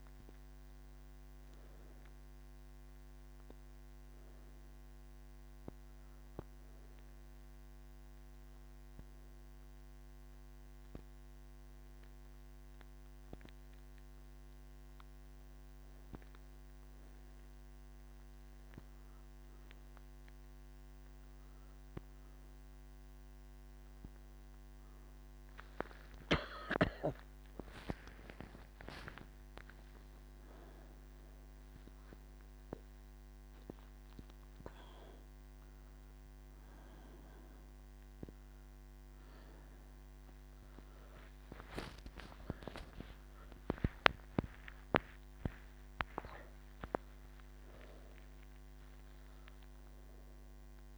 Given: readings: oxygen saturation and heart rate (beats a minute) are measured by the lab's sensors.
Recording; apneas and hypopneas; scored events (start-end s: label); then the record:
breathing in sleep by a microphone on the trachea; none
23.00-50.98 s: new sleep stage, N3 (deep sleep)
From the record:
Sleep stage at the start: N2 (light sleep); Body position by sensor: on the right side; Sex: female